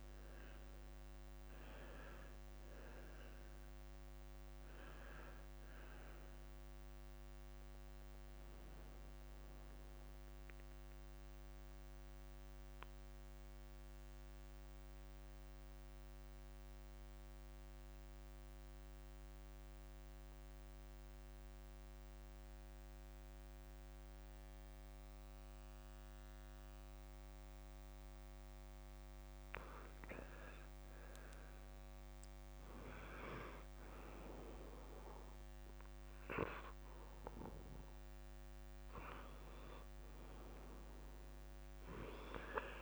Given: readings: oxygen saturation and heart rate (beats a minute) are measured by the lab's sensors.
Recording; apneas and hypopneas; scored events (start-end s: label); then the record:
breathing in sleep by a microphone on the trachea; 1
0.00-23.00 s: oxygen desaturation (device-marked, oxygen 84% lowest, heart rate 36 extreme)
8.00-10.00 s: long interval between heartbeats (device-marked, heart rate 67 before, 75 extreme)
10.00-12.00 s: long interval between heartbeats (device-marked, heart rate 66 before, 84 extreme)
11.50-29.50 s: central apnea (oxygen 94% before, 84% lowest, heart rate 65 before, 36 extreme, up 20 after)
18.50-20.50 s: long interval between heartbeats (device-marked, heart rate 63 before, 54 extreme)
22.00-24.00 s: long interval between heartbeats (device-marked, heart rate 64 before, 45 extreme)
32.00-35.50 s: arousal
39.50-41.50 s: long interval between heartbeats (device-marked, heart rate 47 before, 48 extreme)
41.00-42.82 s: oxygen desaturation (device-marked, oxygen 98% before, 91% lowest, heart rate 46 before, 39 extreme)
From the record:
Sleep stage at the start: N2 (light sleep); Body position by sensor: on the left side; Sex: male